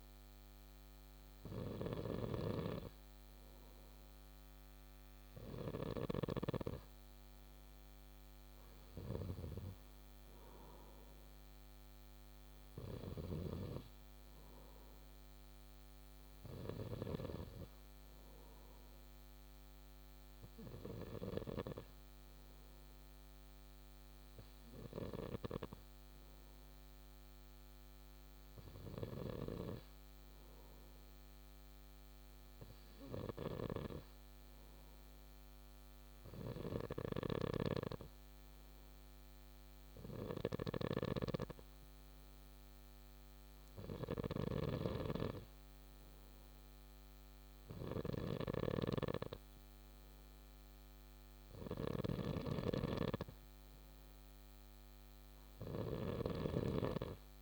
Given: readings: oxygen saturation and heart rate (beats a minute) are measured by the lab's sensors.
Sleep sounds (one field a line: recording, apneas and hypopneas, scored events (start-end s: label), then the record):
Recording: breathing in sleep by a microphone on the trachea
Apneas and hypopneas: none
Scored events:
0.00-6.00 s: snoring (device-marked)
36.50-57.42 s: snoring (device-marked)
From the record:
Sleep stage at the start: N2 (light sleep)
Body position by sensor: on the back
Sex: male